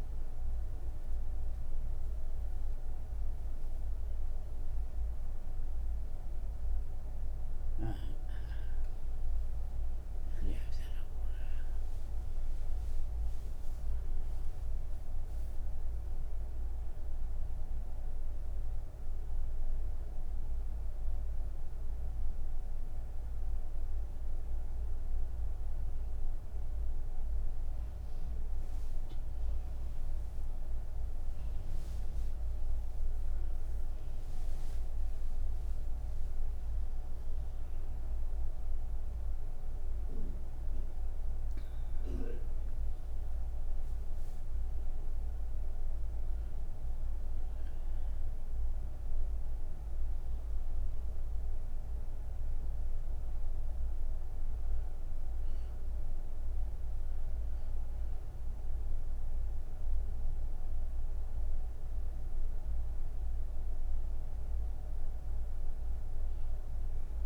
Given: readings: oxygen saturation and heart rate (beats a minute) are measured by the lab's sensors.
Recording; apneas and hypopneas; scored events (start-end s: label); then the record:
breathing in sleep, hard to hear, by a room microphone; none
none scored
From the record:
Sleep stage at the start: N3 (deep sleep); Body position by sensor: on the back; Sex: female